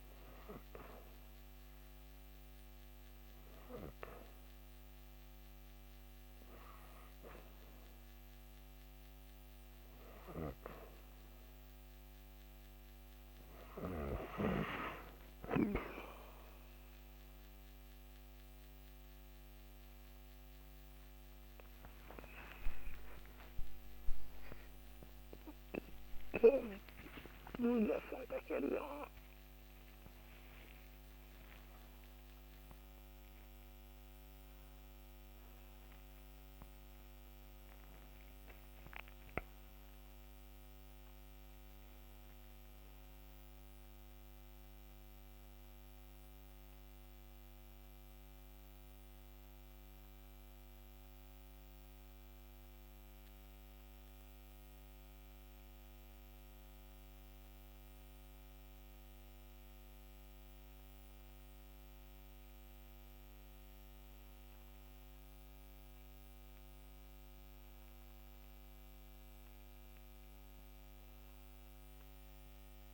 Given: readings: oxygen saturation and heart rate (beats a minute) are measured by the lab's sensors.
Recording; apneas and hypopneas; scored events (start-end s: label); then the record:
breathing in sleep by a microphone on the trachea; 1
22.50-72.94 s: new sleep stage, N1 (lightest sleep)
23.00-28.00 s: arousal
45.50-58.00 s: hypopnea (oxygen 94% before, 93% lowest)
61.00-65.50 s: arousal
From the record:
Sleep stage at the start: N3 (deep sleep); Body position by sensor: on the back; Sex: female